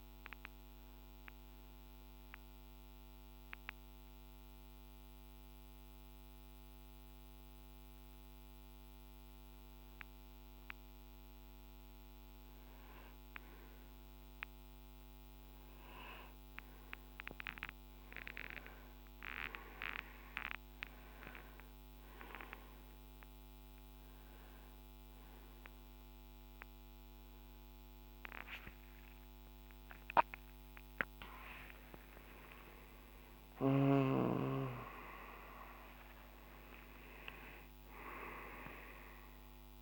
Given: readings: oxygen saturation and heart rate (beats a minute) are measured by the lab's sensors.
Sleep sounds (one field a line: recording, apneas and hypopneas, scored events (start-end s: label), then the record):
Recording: breathing in sleep by a microphone on the trachea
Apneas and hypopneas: 1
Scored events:
0.50-11.50 s: obstructive apnea (oxygen 97% before, 93% lowest, heart rate 67 before, 54 extreme, up 12 after)
12.00-39.82 s: new sleep stage, N1 (lightest sleep)
19.00-38.00 s: oxygen desaturation (device-marked, oxygen 96% before, 93% lowest, heart rate 62 before, 67 extreme)
30.50-36.50 s: arousal
From the record:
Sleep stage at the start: N2 (light sleep)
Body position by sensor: on the right side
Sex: male